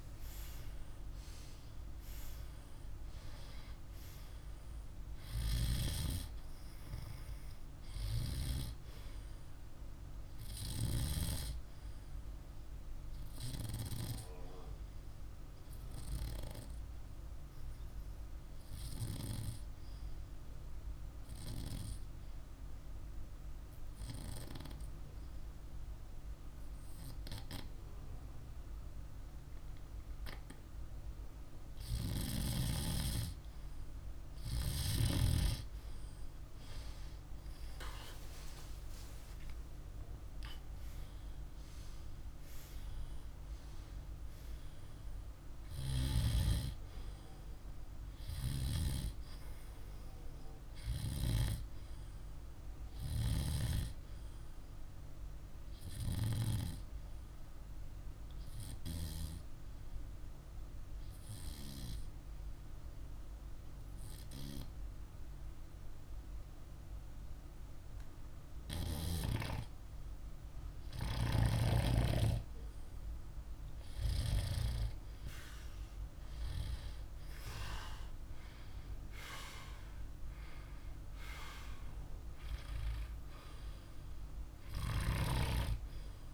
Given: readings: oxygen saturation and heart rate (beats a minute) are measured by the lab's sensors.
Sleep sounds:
breathing in sleep by a room microphone; 2
2.00-12.00 s: oxygen desaturation (device-marked, oxygen 97% before, 94% lowest, heart rate 50 before, 50 extreme)
15.50-32.00 s: hypopnea (oxygen 97% before, 90% lowest, heart rate 51 before, 49 extreme, up 18 after)
37.00-40.50 s: arousal
49.00-64.00 s: oxygen desaturation (device-marked, oxygen 99% before, 92% lowest, heart rate 57 before, 50 extreme)
60.00-70.50 s: hypopnea (oxygen 99% before, 90% lowest, heart rate 56 before, 50 extreme, up 1 after)
73.00-76.50 s: arousal
83.00-86.34 s: oxygen desaturation (device-marked, oxygen 99% before, 90% lowest, heart rate 50 before, 50 extreme)
From the record:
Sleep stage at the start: N2 (light sleep); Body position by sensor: on the back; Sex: male

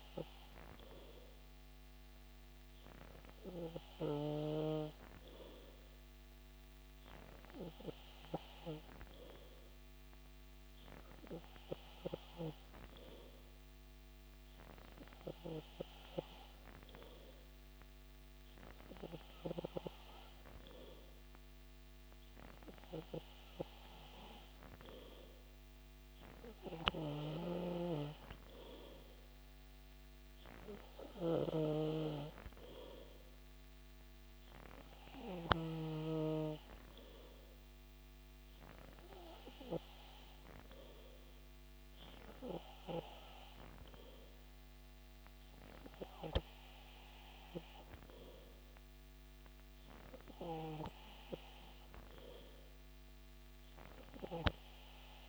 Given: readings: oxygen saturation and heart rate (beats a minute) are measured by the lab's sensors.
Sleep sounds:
breathing in sleep by a microphone on the trachea; none
30.00-35.00 s: snoring (device-marked)
From the record:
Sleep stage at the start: N3 (deep sleep); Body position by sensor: on the back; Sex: male

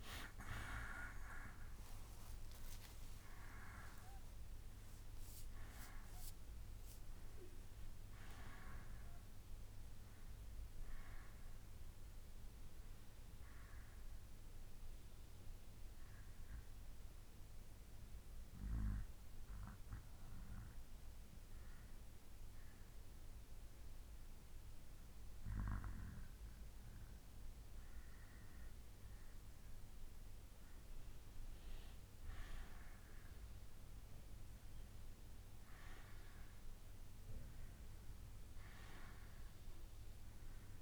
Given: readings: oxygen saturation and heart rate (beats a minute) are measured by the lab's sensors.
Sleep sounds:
breathing in sleep by a room microphone; 1
0.00-8.50 s: oxygen desaturation (device-marked, oxygen 93% lowest, heart rate 63 extreme)
13.50-27.00 s: hypopnea (oxygen 96% before, 90% lowest, heart rate 68 before, 63 extreme, up 7 after)
30.00-33.00 s: arousal
33.50-40.82 s: oxygen desaturation (device-marked, oxygen 95% before, 91% lowest, heart rate 67 before, 64 extreme)
From the record:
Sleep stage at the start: N2 (light sleep); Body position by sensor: on the back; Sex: male

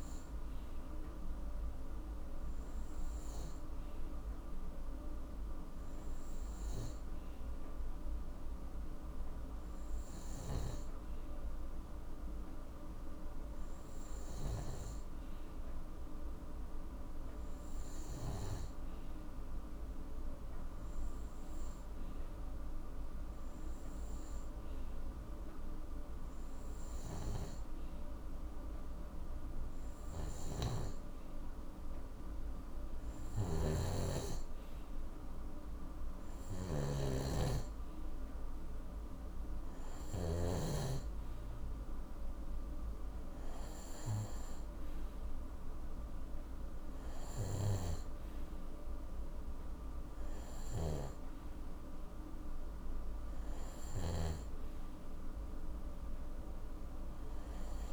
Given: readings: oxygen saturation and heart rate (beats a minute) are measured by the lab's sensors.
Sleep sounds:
breathing in sleep by a room microphone; none
30.00-40.00 s: snoring (device-marked)
47.00-54.00 s: snoring (device-marked)
From the record:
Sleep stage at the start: N2 (light sleep); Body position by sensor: on the right side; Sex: male

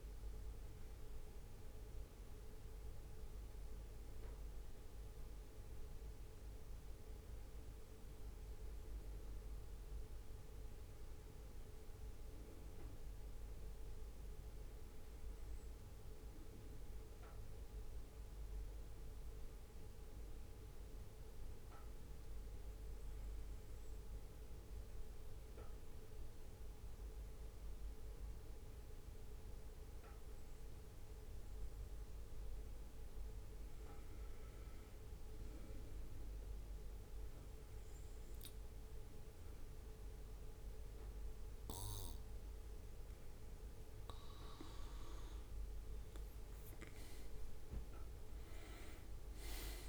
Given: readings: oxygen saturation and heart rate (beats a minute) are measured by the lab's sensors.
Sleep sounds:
breathing in sleep, hard to hear, by a room microphone; 1
19.50-32.00 s: obstructive apnea (oxygen 99% before, 95% lowest, heart rate 66 before, 65 extreme, up 1 after)
34.00-37.00 s: arousal
45.00-47.50 s: leg movement (device-marked)
From the record:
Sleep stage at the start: N2 (light sleep); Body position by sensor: on the back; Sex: male

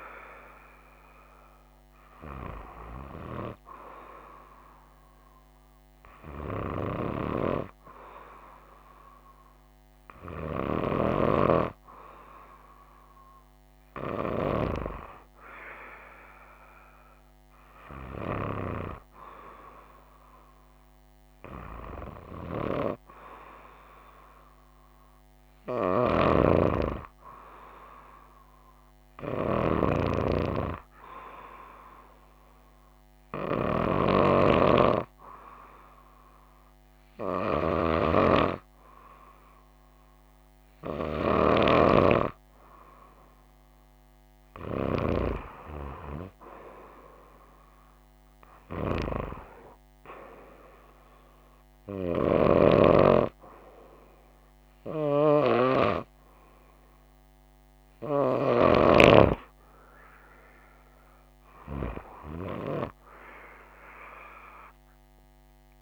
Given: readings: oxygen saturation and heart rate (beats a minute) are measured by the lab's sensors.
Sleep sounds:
breathing in sleep by a microphone on the trachea; none
none scored
From the record:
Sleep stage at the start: N2 (light sleep); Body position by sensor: on the right side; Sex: female

